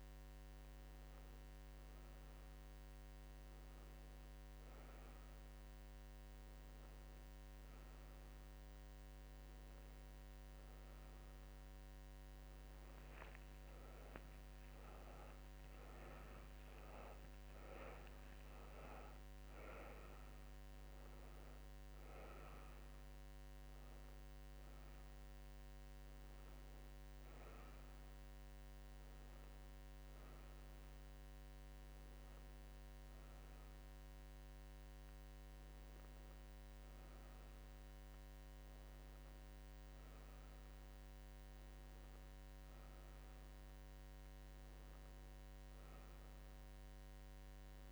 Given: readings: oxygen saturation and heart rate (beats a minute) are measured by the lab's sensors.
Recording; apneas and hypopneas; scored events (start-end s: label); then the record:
breathing in sleep, hard to hear, by a microphone on the trachea; none
17.00-21.00 s: arousal
20.00-31.00 s: oxygen desaturation (device-marked, oxygen 95% before, 92% lowest, heart rate 94 before, 90 extreme)
From the record:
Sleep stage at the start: N1 (lightest sleep); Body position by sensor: on the right side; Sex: female